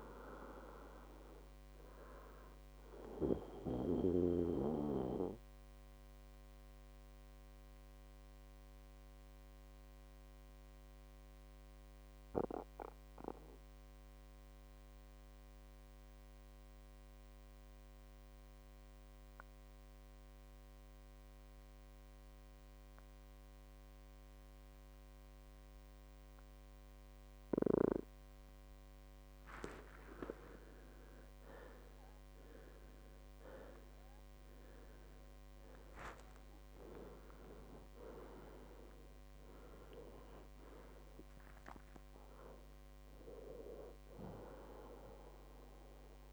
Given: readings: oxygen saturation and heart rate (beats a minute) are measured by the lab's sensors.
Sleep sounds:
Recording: breathing in sleep by a microphone on the trachea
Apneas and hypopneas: 1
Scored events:
0.00-16.00 s: oxygen desaturation (device-marked, oxygen 93% lowest, heart rate 58 extreme)
1.00-46.33 s: new sleep stage, N2 (light sleep)
5.00-29.50 s: obstructive apnea (oxygen 98% before, 91% lowest, heart rate 70 before, 58 extreme, up 18 after)
30.00-46.33 s: oxygen desaturation (device-marked, oxygen 97% before, 91% lowest, heart rate 61 before, 54 extreme)
31.50-36.00 s: arousal
From the record:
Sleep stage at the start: N1 (lightest sleep)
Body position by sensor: on the back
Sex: male

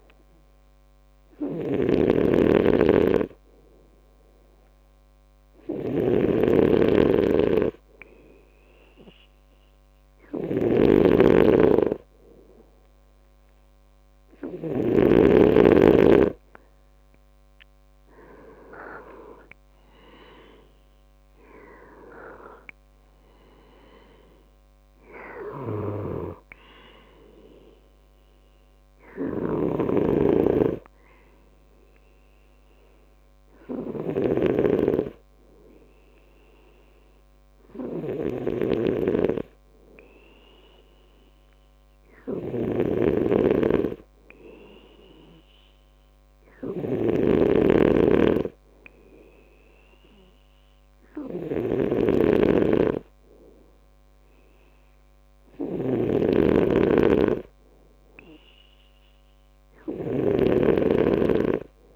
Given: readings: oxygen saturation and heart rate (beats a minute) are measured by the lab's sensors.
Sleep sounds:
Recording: breathing in sleep by a microphone on the trachea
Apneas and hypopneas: 2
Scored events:
0.00-15.00 s: snoring (device-marked)
2.00-15.00 s: hypopnea (oxygen 96% before, 93% lowest, heart rate 68 before, 65 extreme, up 6 after)
17.50-20.50 s: arousal
29.00-61.96 s: snoring (device-marked)
43.00-54.00 s: hypopnea (oxygen 94% before, 93% lowest, heart rate 70 before, 65 extreme, up 2 after)
56.50-60.00 s: arousal
From the record:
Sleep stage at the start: N2 (light sleep)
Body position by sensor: on the back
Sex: male

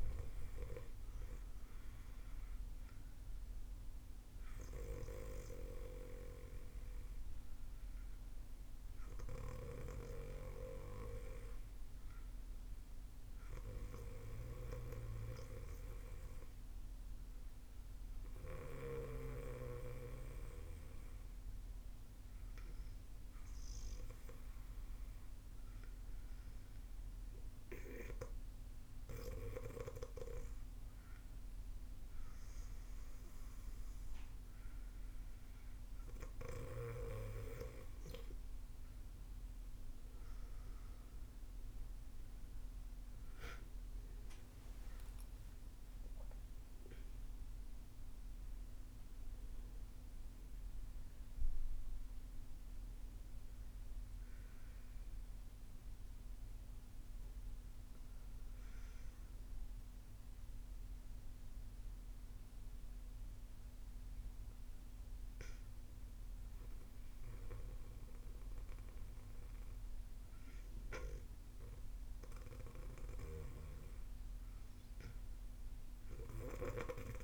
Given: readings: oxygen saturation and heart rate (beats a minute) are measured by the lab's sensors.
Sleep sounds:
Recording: breathing in sleep by a room microphone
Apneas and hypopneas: 2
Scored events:
16.50-28.00 s: hypopnea (oxygen 97% before, 95% lowest, heart rate 61 before, 59 extreme, up 8 after)
30.00-33.00 s: arousal
45.00-49.00 s: arousal
54.50-65.50 s: obstructive apnea (oxygen 96% before, 95% lowest, heart rate 73 before, 54 extreme, up 12 after)
67.50-71.00 s: arousal
From the record:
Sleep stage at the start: N2 (light sleep)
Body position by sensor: on the back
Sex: female

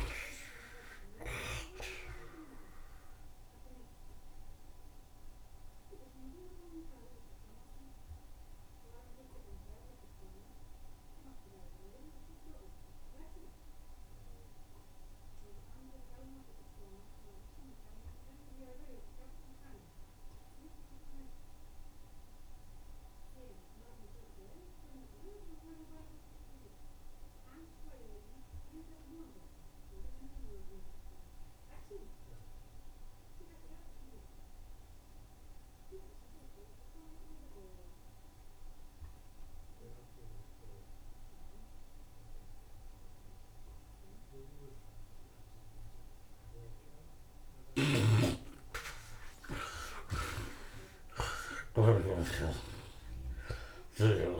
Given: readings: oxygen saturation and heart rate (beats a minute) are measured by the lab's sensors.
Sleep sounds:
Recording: breathing in sleep by a room microphone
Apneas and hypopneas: 1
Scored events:
0.00-17.00 s: oxygen desaturation (device-marked, oxygen 51% lowest, heart rate 72 extreme)
5.00-46.00 s: obstructive apnea (oxygen 83% before, 51% lowest, heart rate 80 before, 72 extreme, up 44 after)
19.00-54.39 s: oxygen desaturation (device-marked, oxygen 85% before, 51% lowest, heart rate 79 before, 71 extreme)
48.00-52.50 s: snoring (device-marked)
48.50-53.50 s: arousal
49.00-54.39 s: tachycardia (device-marked, heart rate 77 before, 120 extreme)
50.50-52.50 s: long interval between heartbeats (device-marked, heart rate 75 before, 93 extreme)
52.50-54.39 s: long interval between heartbeats (device-marked, heart rate 77 before, 118 extreme)
From the record:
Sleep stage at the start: N2 (light sleep)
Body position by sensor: on the right side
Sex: male

